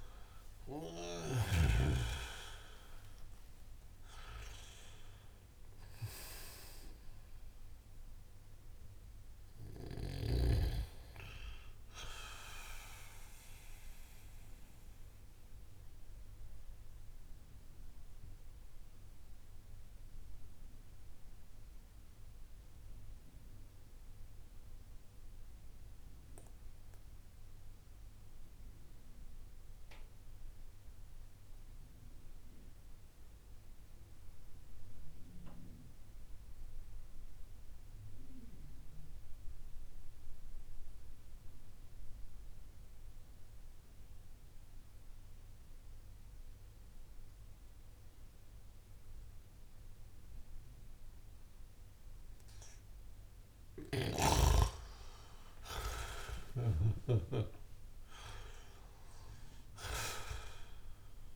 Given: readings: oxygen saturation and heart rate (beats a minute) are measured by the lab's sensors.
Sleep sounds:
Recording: breathing in sleep by a room microphone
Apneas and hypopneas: 1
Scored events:
0.00-1.00 s: snoring (device-marked)
0.00-27.00 s: oxygen desaturation (device-marked, oxygen 88% lowest)
13.00-53.50 s: mixed apnea (oxygen 95% before, 88% lowest)
51.00-61.36 s: oxygen desaturation (device-marked, oxygen 96% before, 89% lowest)
55.00-59.50 s: arousal
From the record:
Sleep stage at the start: N2 (light sleep)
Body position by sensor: on the back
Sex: male

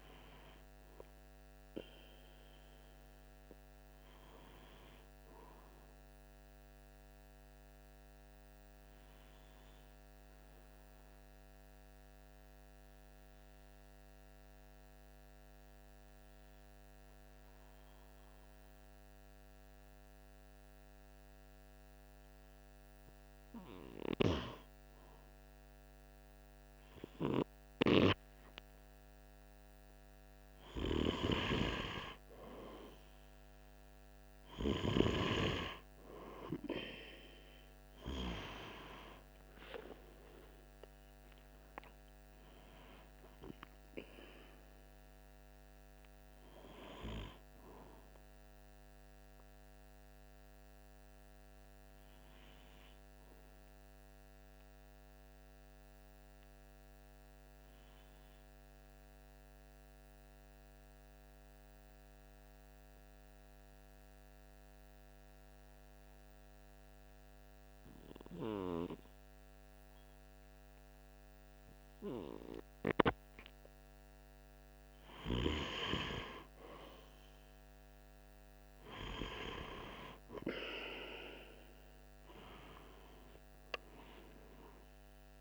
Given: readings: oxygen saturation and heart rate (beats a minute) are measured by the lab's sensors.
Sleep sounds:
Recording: breathing in sleep by a microphone on the trachea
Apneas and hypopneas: 2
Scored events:
0.00-13.00 s: oxygen desaturation (device-marked, oxygen 93% lowest, heart rate 46 extreme)
3.50-28.00 s: obstructive apnea (oxygen 97% before, 93% lowest, heart rate 47 before, 45 extreme, up 0 after)
30.00-35.00 s: arousal
36.00-57.00 s: oxygen desaturation (device-marked, oxygen 97% before, 93% lowest, heart rate 47 before, 45 extreme)
49.50-74.00 s: obstructive apnea (oxygen 97% before, 93% lowest, heart rate 48 before, 45 extreme, up 2 after)
78.00-82.00 s: arousal
From the record:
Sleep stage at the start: N2 (light sleep)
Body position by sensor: on the right side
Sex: male

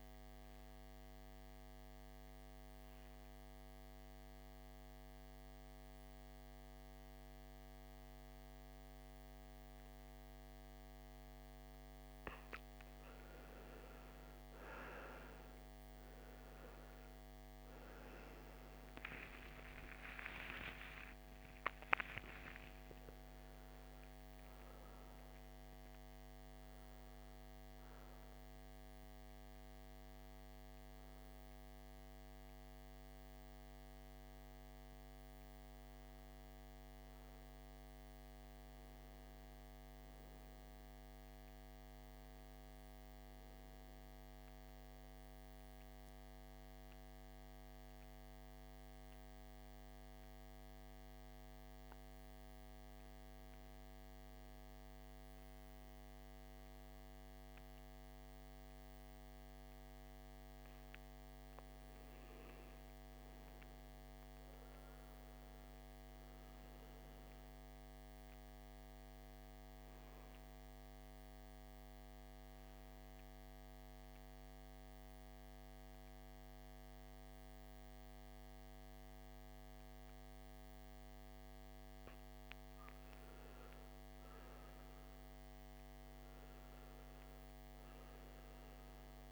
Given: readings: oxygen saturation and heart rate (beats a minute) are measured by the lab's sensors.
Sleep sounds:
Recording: breathing in sleep, hard to hear, by a microphone on the trachea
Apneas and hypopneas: 3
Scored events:
0.50-11.00 s: obstructive apnea (oxygen 98% before, 87% lowest, heart rate 59 before, 62 extreme, up 8 after)
2.50-36.50 s: oxygen desaturation (device-marked, oxygen 98% before, 87% lowest, heart rate 59 before, 54 extreme)
17.00-22.00 s: arousal
37.50-41.00 s: arousal
43.50-53.50 s: central apnea (oxygen 99% before, 91% lowest, heart rate 67 before, 54 extreme, up 3 after)
55.00-58.50 s: arousal
62.50-81.50 s: oxygen desaturation (device-marked, oxygen 97% before, 91% lowest, heart rate 56 before, 57 extreme)
72.50-82.50 s: central apnea (oxygen 98% before, 86% lowest, heart rate 59 before, 57 extreme, up 5 after)
83.50-87.50 s: arousal
From the record:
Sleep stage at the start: N2 (light sleep)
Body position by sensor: on the back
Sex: male

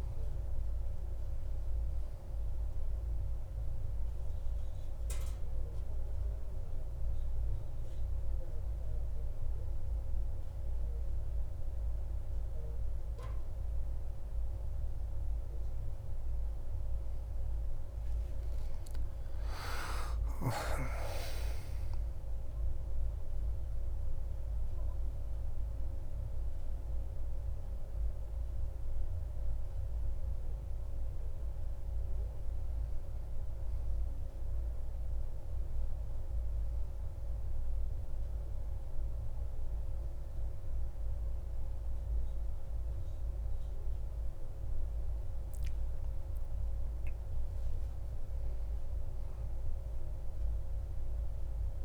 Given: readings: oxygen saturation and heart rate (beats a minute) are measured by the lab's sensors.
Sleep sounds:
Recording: breathing in sleep, hard to hear, by a room microphone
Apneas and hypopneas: none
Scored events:
49.00-51.85 s: arousal
From the record:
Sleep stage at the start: N2 (light sleep)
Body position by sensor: on the back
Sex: male

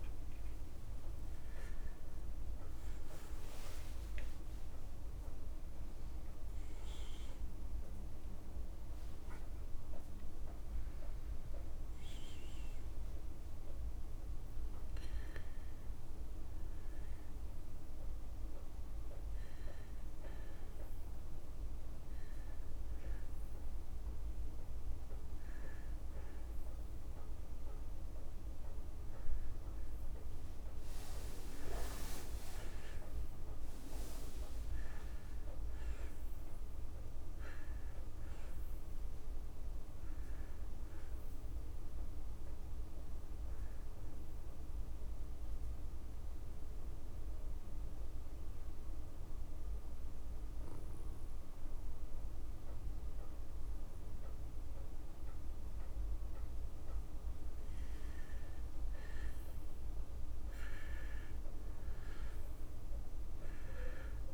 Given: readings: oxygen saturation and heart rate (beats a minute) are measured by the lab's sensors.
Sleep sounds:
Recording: breathing in sleep, hard to hear, by a room microphone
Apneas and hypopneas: 2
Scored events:
0.00-8.50 s: oxygen desaturation (device-marked, oxygen 85% lowest)
9.50-13.00 s: arousal
16.00-30.00 s: hypopnea (oxygen 98% before, 92% lowest)
23.50-64.34 s: new sleep stage, N2 (light sleep)
33.50-37.50 s: arousal
44.50-57.00 s: central apnea (oxygen 99% before, 92% lowest)
59.50-62.50 s: arousal
From the record:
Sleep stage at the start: N1 (lightest sleep)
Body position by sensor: on the back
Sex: male

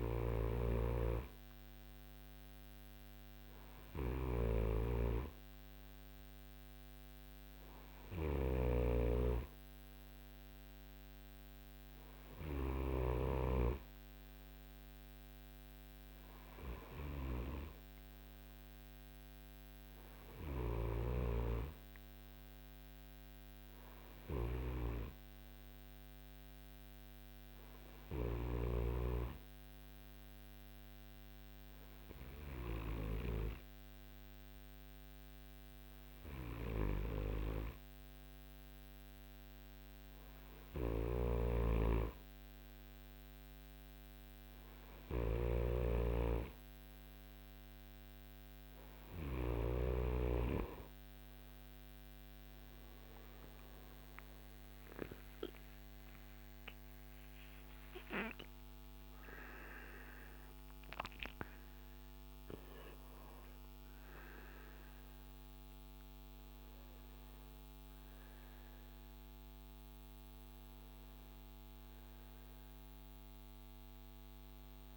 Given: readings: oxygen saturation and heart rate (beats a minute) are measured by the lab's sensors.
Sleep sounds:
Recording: breathing in sleep by a microphone on the trachea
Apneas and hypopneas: none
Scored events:
0.00-13.50 s: snoring (device-marked)
24.00-28.50 s: snoring (device-marked)
41.00-49.50 s: snoring (device-marked)
53.50-58.50 s: arousal
57.50-59.50 s: long interval between heartbeats (device-marked, heart rate 56 before, 73 extreme)
From the record:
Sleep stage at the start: N2 (light sleep)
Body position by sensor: on the right side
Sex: male

